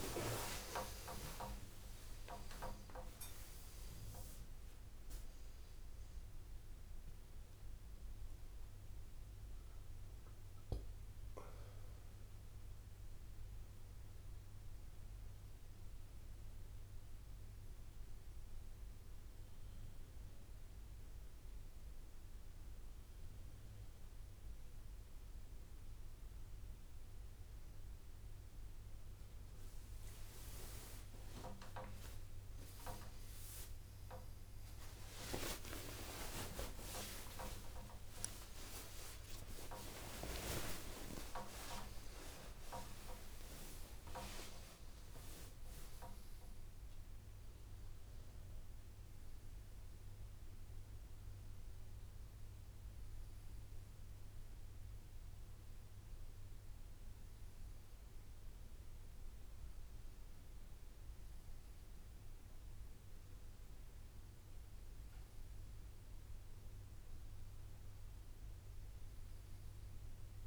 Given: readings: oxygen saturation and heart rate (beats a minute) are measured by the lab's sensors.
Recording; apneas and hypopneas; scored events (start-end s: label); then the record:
a person awake in a sleep study, by a room microphone; none
3.00-5.00 s: long interval between heartbeats (device-marked, heart rate 114 before, 79 extreme)
5.50-7.50 s: long interval between heartbeats (device-marked, heart rate 110 before, 60 extreme)
32.00-34.00 s: long interval between heartbeats (device-marked, heart rate 66 before, 72 extreme)
32.50-41.50 s: tachycardia (device-marked, heart rate 58 before, 135 extreme)
35.50-37.50 s: long interval between heartbeats (device-marked, heart rate 69 before, 101 extreme)
38.50-40.50 s: long interval between heartbeats (device-marked, heart rate 76 before, 131 extreme)
41.00-43.00 s: long interval between heartbeats (device-marked, heart rate 82 before, 135 extreme)
44.00-46.00 s: long interval between heartbeats (device-marked, heart rate 92 before, 98 extreme)
57.50-59.50 s: long interval between heartbeats (device-marked, heart rate 77 before, 26 extreme)
57.50-70.47 s: new sleep stage, N1 (lightest sleep)
From the record:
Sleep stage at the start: awake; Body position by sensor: on the right side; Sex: male